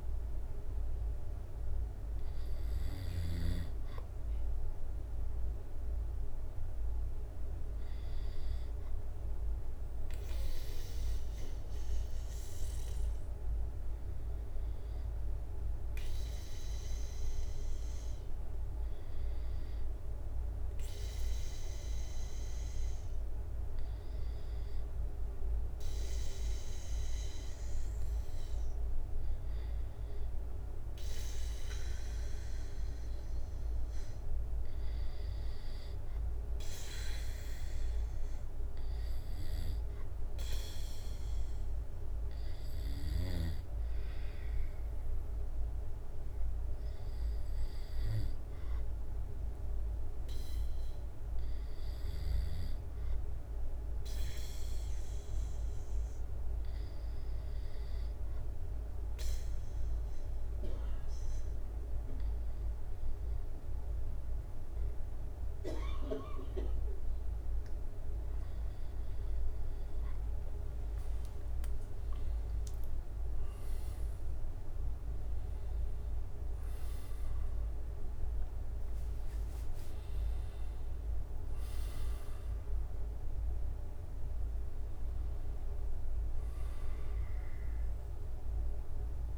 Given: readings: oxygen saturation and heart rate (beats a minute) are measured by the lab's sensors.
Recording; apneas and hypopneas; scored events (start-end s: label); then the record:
breathing in sleep, hard to hear, by a room microphone; 1
0.00-5.00 s: drop in pulse transit time (device-marked, heart rate 77 extreme)
41.00-68.00 s: hypopnea (oxygen 96% before, 94% lowest, heart rate 66 before, 66 extreme, up 33 after)
71.00-77.00 s: arousal
71.00-86.00 s: drop in pulse transit time (device-marked, heart rate 68 before, 86 extreme)
71.50-73.50 s: long interval between heartbeats (device-marked, heart rate 68 before, 89 extreme)
77.00-83.00 s: tachycardia (device-marked, heart rate 70 before, 109 extreme)
79.50-81.50 s: long interval between heartbeats (device-marked, heart rate 78 before, 99 extreme)
From the record:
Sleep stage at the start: N2 (light sleep); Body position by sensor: on the back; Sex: male